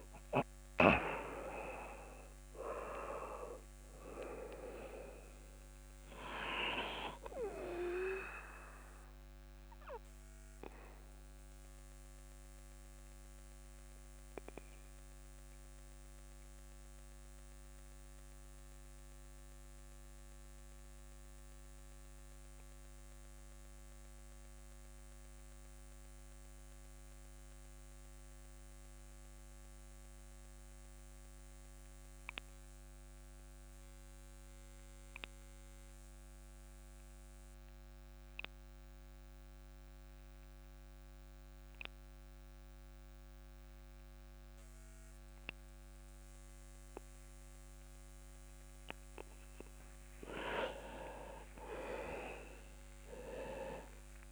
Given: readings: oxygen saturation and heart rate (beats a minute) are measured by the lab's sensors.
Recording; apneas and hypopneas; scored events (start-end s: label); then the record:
breathing in sleep by a microphone on the trachea; 1
0.00-27.00 s: oxygen desaturation (device-marked, oxygen 91% lowest)
8.50-48.50 s: obstructive apnea (oxygen 100% before, 87% lowest)
46.00-54.32 s: oxygen desaturation (device-marked, oxygen 99% before, 87% lowest)
52.00-54.32 s: arousal
From the record:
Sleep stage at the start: REM sleep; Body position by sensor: on the back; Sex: male